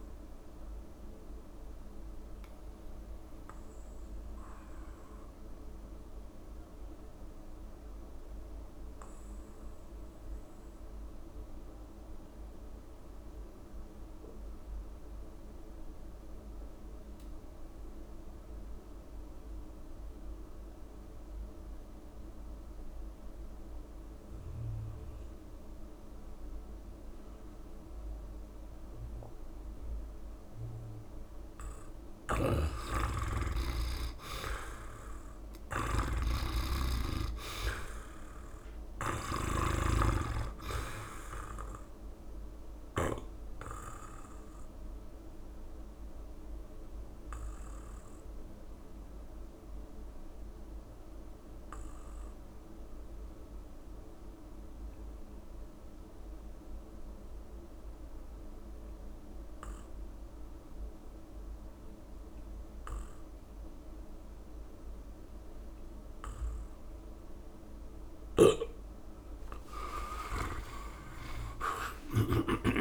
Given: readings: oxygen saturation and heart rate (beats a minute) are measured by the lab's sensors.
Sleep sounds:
breathing in sleep by a room microphone; 2
0.00-16.00 s: oxygen desaturation (device-marked, oxygen 83% lowest, heart rate 65 extreme)
1.00-32.50 s: mixed apnea (oxygen 98% before, 82% lowest, heart rate 78 before, 65 extreme, up 4 after)
2.00-4.00 s: long interval between heartbeats (device-marked, heart rate 79 before, 84 extreme)
32.00-43.00 s: snoring (device-marked)
33.00-57.00 s: oxygen desaturation (device-marked, oxygen 98% before, 84% lowest, heart rate 69 before, 66 extreme)
35.00-38.50 s: arousal
43.50-68.00 s: obstructive apnea (oxygen 99% before, 82% lowest, heart rate 70 before, 66 extreme, up 43 after)
64.00-72.81 s: oxygen desaturation (device-marked, oxygen 97% before, 93% lowest, heart rate 70 before, 66 extreme)
68.00-72.81 s: snoring (device-marked)
69.00-71.00 s: long interval between heartbeats (device-marked, heart rate 70 before, 79 extreme)
70.50-72.81 s: arousal
71.00-72.81 s: long interval between heartbeats (device-marked, heart rate 72 before, 110 extreme)
From the record:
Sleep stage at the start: N2 (light sleep); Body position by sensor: on the back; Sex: male

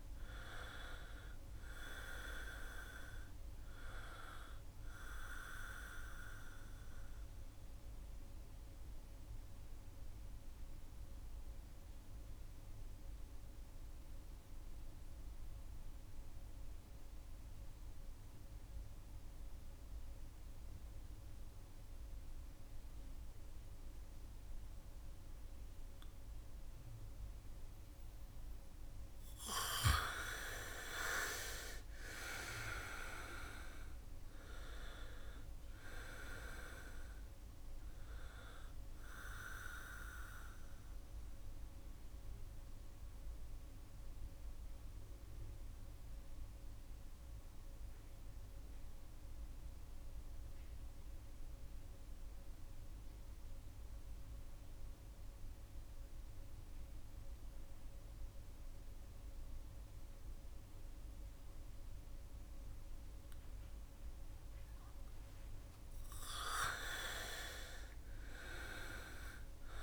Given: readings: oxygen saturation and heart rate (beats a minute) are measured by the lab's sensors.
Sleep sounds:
breathing in sleep by a room microphone; 2
0.00-24.50 s: oxygen desaturation (device-marked, oxygen 82% lowest, heart rate 63 extreme)
6.50-28.50 s: mixed apnea (oxygen 99% before, 82% lowest, heart rate 69 before, 63 extreme, up 3 after)
26.50-59.50 s: oxygen desaturation (device-marked, oxygen 98% before, 85% lowest, heart rate 68 before, 63 extreme)
30.00-34.00 s: arousal
40.00-65.00 s: mixed apnea (oxygen 98% before, 81% lowest, heart rate 72 before, 63 extreme, up 4 after)
66.50-69.83 s: arousal
From the record:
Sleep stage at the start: N2 (light sleep); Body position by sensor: on the back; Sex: male

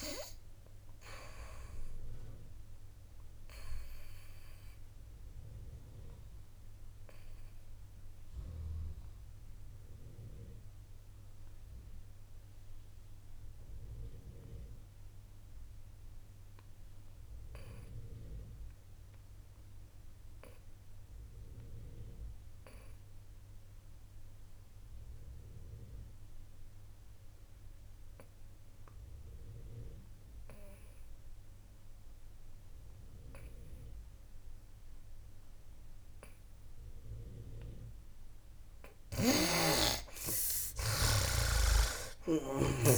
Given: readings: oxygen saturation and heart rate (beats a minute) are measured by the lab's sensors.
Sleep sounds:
breathing in sleep by a room microphone; 1
0.00-25.50 s: oxygen desaturation (device-marked, oxygen 71% lowest, heart rate 56 extreme)
3.00-38.00 s: obstructive apnea (oxygen 99% before, 68% lowest, heart rate 69 before, 56 extreme, up 19 after)
27.50-42.98 s: oxygen desaturation (device-marked, oxygen 97% before, 68% lowest, heart rate 60 before, 58 extreme)
39.00-42.98 s: snoring (device-marked)
From the record:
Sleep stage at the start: N2 (light sleep); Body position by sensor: on the back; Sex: male

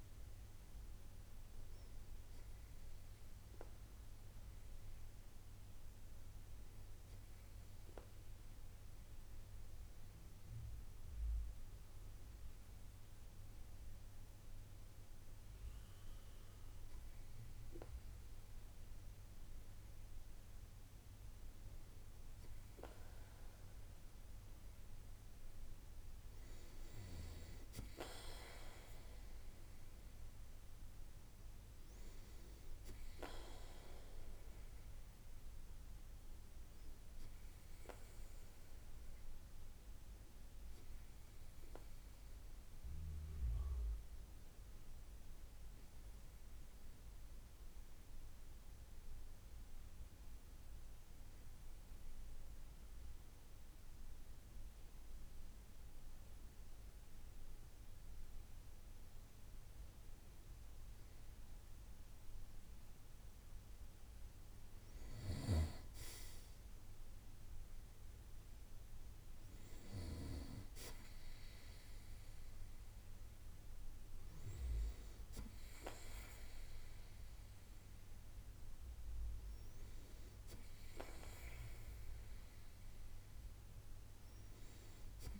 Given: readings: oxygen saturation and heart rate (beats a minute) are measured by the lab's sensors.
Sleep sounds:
breathing in sleep by a room microphone; 1
41.50-58.50 s: hypopnea (oxygen 97% before, 95% lowest, heart rate 68 before, 62 extreme, up 6 after)
62.00-66.00 s: arousal
From the record:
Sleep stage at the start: N2 (light sleep); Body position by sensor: on the right side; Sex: male

